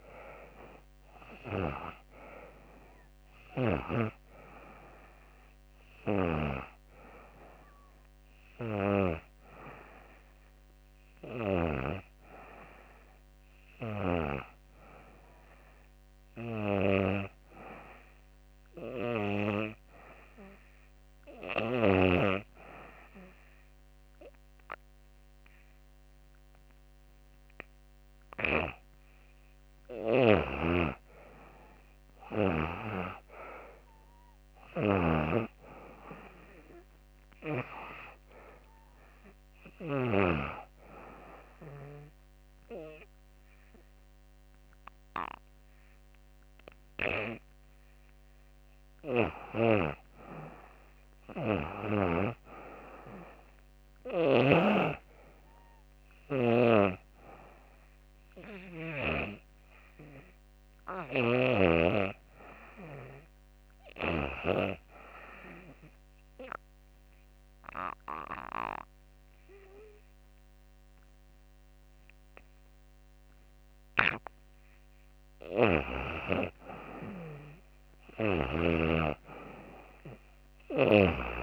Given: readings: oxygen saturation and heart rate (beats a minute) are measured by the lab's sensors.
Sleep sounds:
breathing in sleep by a microphone on the trachea; 2
0.00-1.50 s: arousal
0.00-16.00 s: oxygen desaturation (device-marked, oxygen 85% lowest, heart rate 80 extreme)
18.50-28.50 s: hypopnea (oxygen 97% before, 87% lowest, heart rate 85 before, 82 extreme, up 2 after)
32.00-47.00 s: oxygen desaturation (device-marked, oxygen 97% before, 89% lowest, heart rate 84 before, 80 extreme)
32.50-37.00 s: arousal
54.00-63.00 s: oxygen desaturation (device-marked, oxygen 96% before, 92% lowest, heart rate 85 before, 78 extreme)
63.50-75.00 s: obstructive apnea (oxygen 96% before, 83% lowest, heart rate 85 before, 78 extreme, up 5 after)
73.00-81.42 s: oxygen desaturation (device-marked, oxygen 95% before, 87% lowest, heart rate 84 before, 76 extreme)
From the record:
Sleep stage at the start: N2 (light sleep); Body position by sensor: on the back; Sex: female

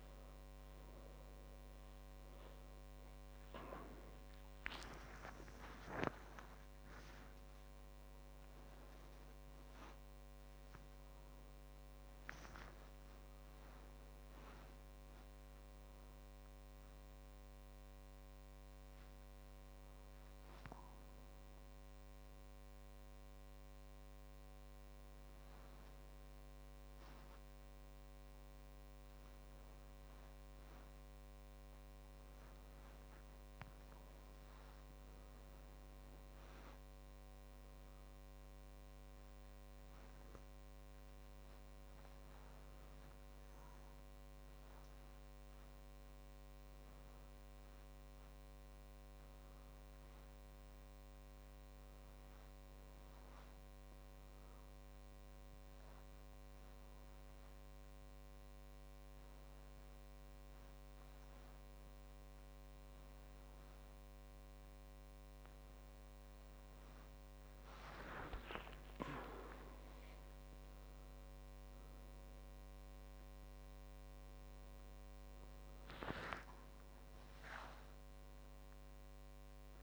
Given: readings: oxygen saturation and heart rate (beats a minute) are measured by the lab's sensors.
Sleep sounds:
a person awake in a sleep study, by a microphone on the trachea; none
1.50-3.50 s: long interval between heartbeats (device-marked)
10.50-12.50 s: long interval between heartbeats (device-marked)
18.00-20.00 s: long interval between heartbeats (device-marked)
26.00-28.00 s: long interval between heartbeats (device-marked)
34.50-36.50 s: long interval between heartbeats (device-marked)
43.00-45.00 s: long interval between heartbeats (device-marked)
45.00-60.00 s: oxygen desaturation (device-marked, oxygen 97% before, 94% lowest)
50.50-52.50 s: long interval between heartbeats (device-marked)
57.50-59.50 s: long interval between heartbeats (device-marked)
65.00-67.00 s: long interval between heartbeats (device-marked)
From the record:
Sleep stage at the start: awake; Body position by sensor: on the back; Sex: male

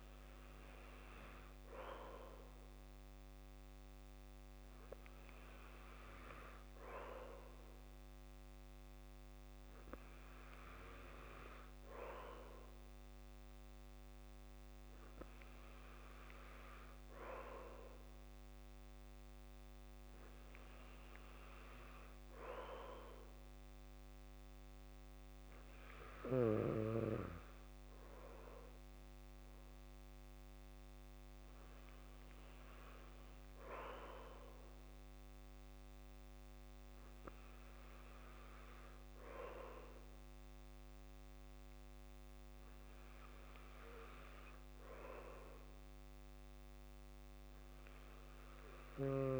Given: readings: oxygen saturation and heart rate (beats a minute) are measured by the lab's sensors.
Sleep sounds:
breathing in sleep by a microphone on the trachea; none
none scored
From the record:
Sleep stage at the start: N2 (light sleep); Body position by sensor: on the back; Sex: male

